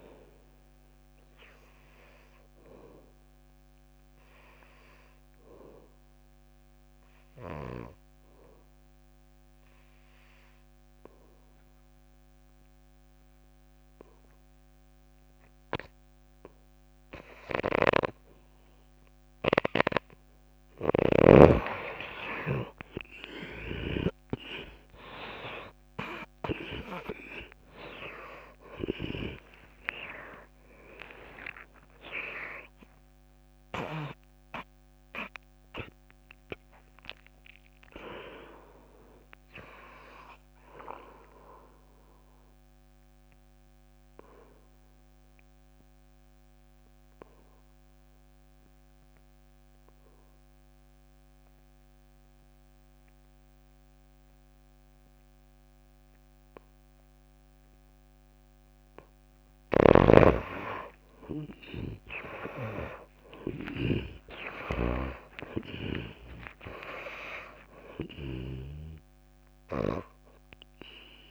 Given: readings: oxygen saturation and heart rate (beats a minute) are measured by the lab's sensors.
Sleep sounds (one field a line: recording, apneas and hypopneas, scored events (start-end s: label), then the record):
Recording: breathing in sleep by a microphone on the trachea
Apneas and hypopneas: 2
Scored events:
0.00-6.00 s: oxygen desaturation (device-marked, oxygen 90% lowest)
6.50-20.00 s: obstructive apnea (oxygen 96% before, 79% lowest)
18.00-24.50 s: snoring (device-marked)
19.00-45.00 s: oxygen desaturation (device-marked, oxygen 96% before, 79% lowest)
23.50-30.50 s: arousal
43.50-58.50 s: obstructive apnea (oxygen 96% before, 81% lowest)
58.00-71.31 s: oxygen desaturation (device-marked, oxygen 99% before, 81% lowest)
60.00-64.00 s: snoring (device-marked)
61.50-65.50 s: arousal
From the record:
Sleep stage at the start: N2 (light sleep)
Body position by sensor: on the back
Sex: female